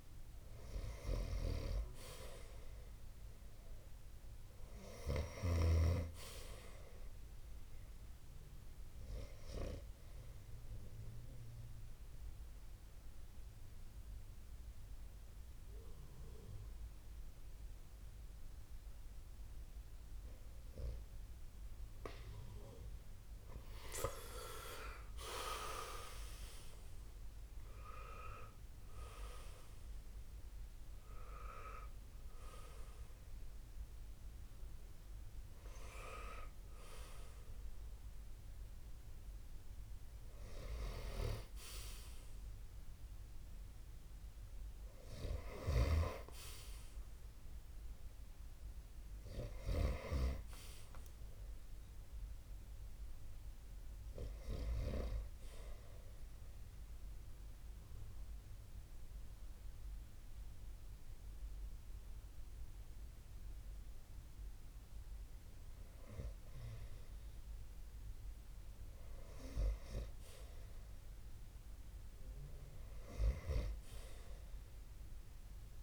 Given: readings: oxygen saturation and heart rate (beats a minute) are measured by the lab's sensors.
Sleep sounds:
breathing in sleep by a room microphone; 2
0.00-8.00 s: oxygen desaturation (device-marked, oxygen 88% lowest)
10.00-20.00 s: obstructive apnea (oxygen 94% before, 81% lowest)
23.00-26.50 s: arousal
29.00-52.00 s: oxygen desaturation (device-marked, oxygen 90% before, 81% lowest)
50.50-53.50 s: arousal
56.00-66.00 s: obstructive apnea (oxygen 97% before, 85% lowest)
68.00-71.50 s: arousal
69.00-75.83 s: oxygen desaturation (device-marked, oxygen 96% before, 86% lowest)
From the record:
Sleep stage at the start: REM sleep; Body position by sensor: on the right side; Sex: male

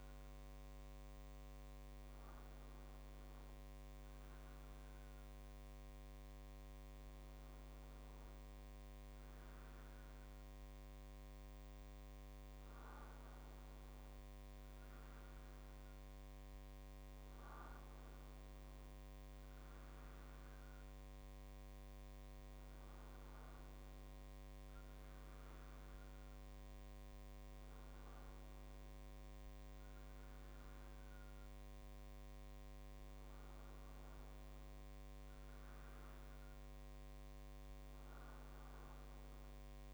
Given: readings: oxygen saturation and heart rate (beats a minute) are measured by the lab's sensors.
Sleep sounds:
a person awake in a sleep study, hard to hear, by a microphone on the trachea; none
none scored
From the record:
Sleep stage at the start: awake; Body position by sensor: on the right side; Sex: male

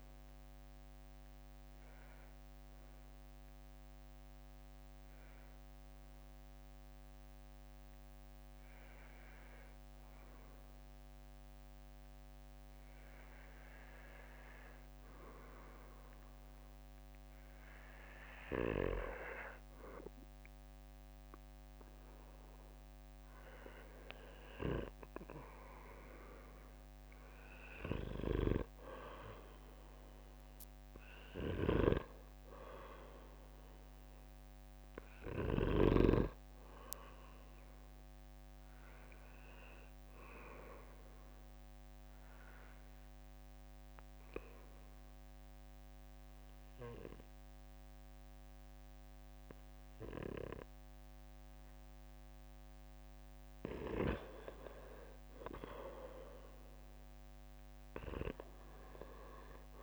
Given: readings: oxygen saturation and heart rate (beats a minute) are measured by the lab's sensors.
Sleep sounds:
breathing in sleep by a microphone on the trachea; 2
0.00-6.50 s: oxygen desaturation (device-marked, oxygen 92% lowest, heart rate 54 extreme)
3.00-15.50 s: hypopnea (oxygen 96% before, 92% lowest, heart rate 65 before, 54 extreme, up 7 after)
18.00-21.50 s: arousal
22.50-46.50 s: oxygen desaturation (device-marked, oxygen 97% before, 93% lowest, heart rate 57 before, 59 extreme)
40.00-53.50 s: obstructive apnea (oxygen 97% before, 88% lowest, heart rate 63 before, 59 extreme, up 8 after)
56.00-58.50 s: arousal
From the record:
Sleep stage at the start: N2 (light sleep); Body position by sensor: on the back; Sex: male

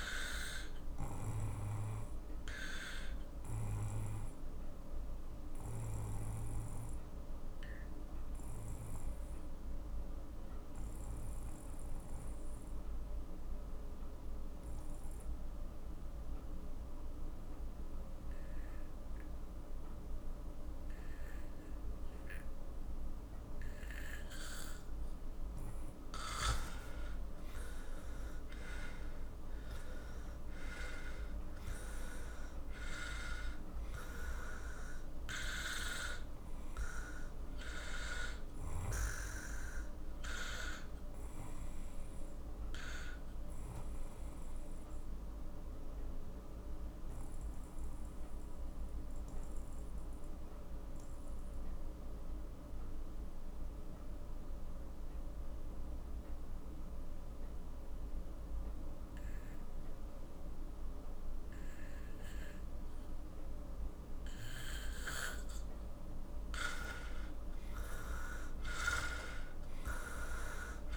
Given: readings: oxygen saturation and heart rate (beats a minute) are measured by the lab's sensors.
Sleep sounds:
breathing in sleep by a room microphone; 2
0.00-13.50 s: oxygen desaturation (device-marked, oxygen 91% lowest, heart rate 44 extreme)
2.50-24.50 s: obstructive apnea (oxygen 98% before, 90% lowest, heart rate 54 before, 43 extreme, up 12 after)
26.50-30.50 s: arousal
28.50-49.50 s: oxygen desaturation (device-marked, oxygen 97% before, 91% lowest, heart rate 49 before, 43 extreme)
40.00-65.00 s: obstructive apnea (oxygen 97% before, 90% lowest, heart rate 55 before, 42 extreme, up 17 after)
66.00-69.50 s: arousal
67.50-70.97 s: oxygen desaturation (device-marked, oxygen 97% before, 90% lowest, heart rate 48 before, 42 extreme)
From the record:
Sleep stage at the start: N2 (light sleep); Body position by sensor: on the back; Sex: male

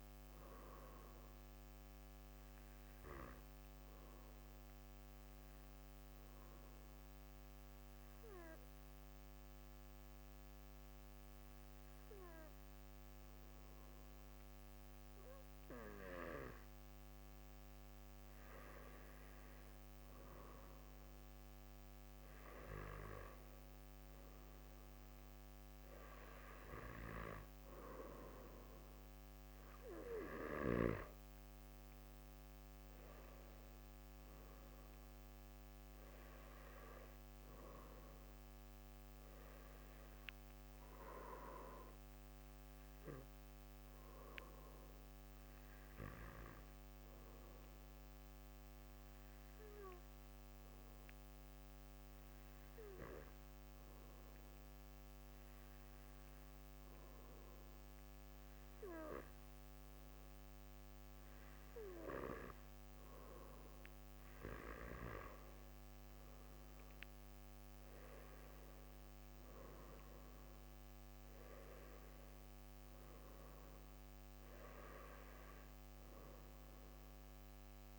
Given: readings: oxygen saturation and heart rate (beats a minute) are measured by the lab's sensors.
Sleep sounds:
breathing in sleep by a microphone on the trachea; 2
4.00-17.00 s: obstructive apnea (oxygen 95% before, 92% lowest)
20.00-24.50 s: arousal
28.50-46.50 s: oxygen desaturation (device-marked, oxygen 96% before, 92% lowest)
43.50-62.50 s: obstructive apnea (oxygen 96% before, 92% lowest)
65.00-70.50 s: arousal
From the record:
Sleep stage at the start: N2 (light sleep); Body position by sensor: on the back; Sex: male

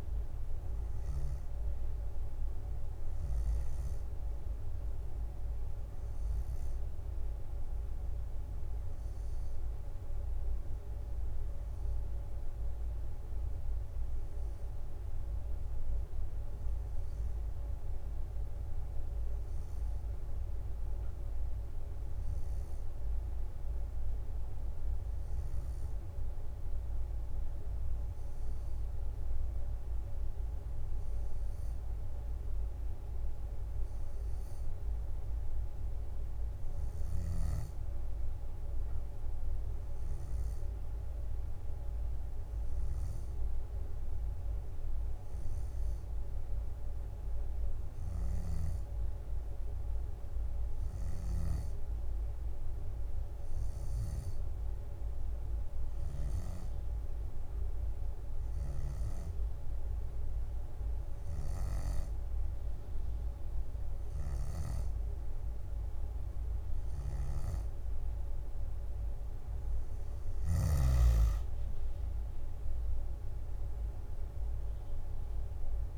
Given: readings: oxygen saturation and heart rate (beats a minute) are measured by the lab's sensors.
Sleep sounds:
breathing in sleep, hard to hear, by a room microphone; none
19.00-21.00 s: bradycardia (device-marked, heart rate 66 before, 63 extreme)
31.00-33.00 s: bradycardia (device-marked, heart rate 66 before, 62 extreme)
70.00-75.50 s: leg movement (device-marked)
72.00-75.98 s: arousal
74.00-75.98 s: drop in pulse transit time (device-marked, heart rate 64 before, 62 extreme)
From the record:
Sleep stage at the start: N2 (light sleep); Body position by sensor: on the back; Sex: female

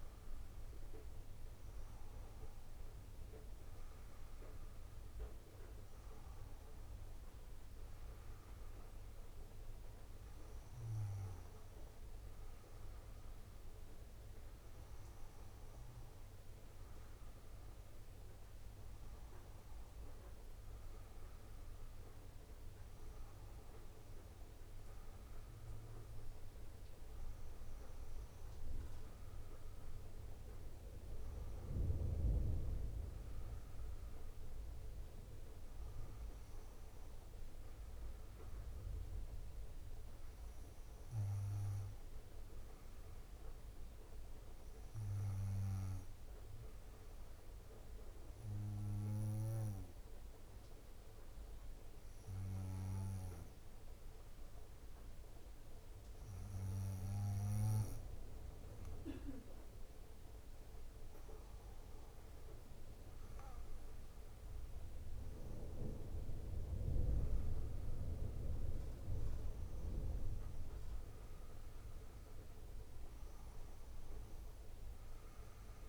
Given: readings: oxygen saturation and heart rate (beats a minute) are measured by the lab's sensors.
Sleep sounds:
breathing in sleep by a room microphone; 1
3.00-33.00 s: new sleep stage, N1 (lightest sleep)
33.00-75.89 s: new sleep stage, N2 (light sleep)
46.50-60.00 s: obstructive apnea (oxygen 100% before, 95% lowest, heart rate 61 before, 61 extreme, up 6 after)
61.00-75.89 s: oxygen desaturation (device-marked, oxygen 99% before, 95% lowest, heart rate 61 before, 64 extreme)
62.00-66.50 s: arousal
From the record:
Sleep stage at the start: N2 (light sleep); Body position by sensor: on the back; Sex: female

